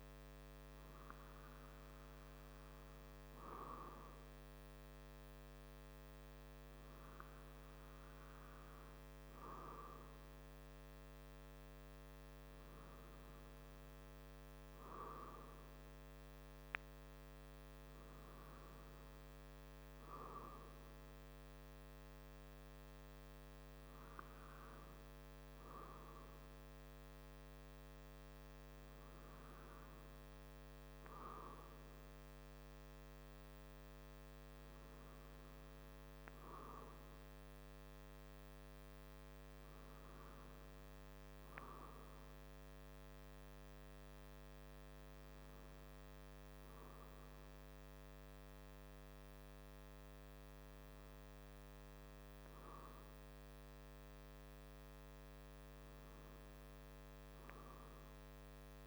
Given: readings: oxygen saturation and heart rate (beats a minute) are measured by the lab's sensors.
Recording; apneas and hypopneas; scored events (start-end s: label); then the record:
breathing in sleep, hard to hear, by a microphone on the trachea; none
none scored
From the record:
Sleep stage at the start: N2 (light sleep); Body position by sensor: on the back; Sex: male